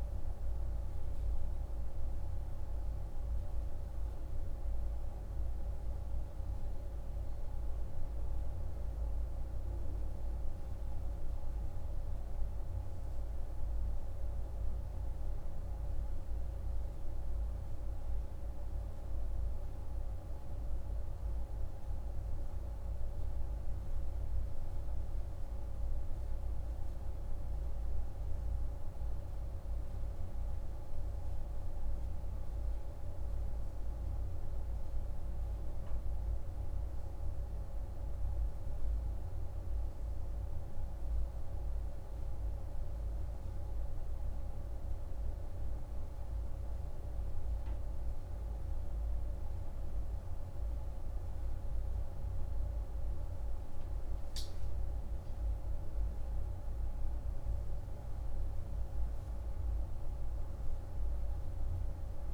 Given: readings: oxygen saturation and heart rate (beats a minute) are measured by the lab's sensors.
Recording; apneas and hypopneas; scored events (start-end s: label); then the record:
breathing in sleep, hard to hear, by a room microphone; none
none scored
From the record:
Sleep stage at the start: N2 (light sleep); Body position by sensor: on the right side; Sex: male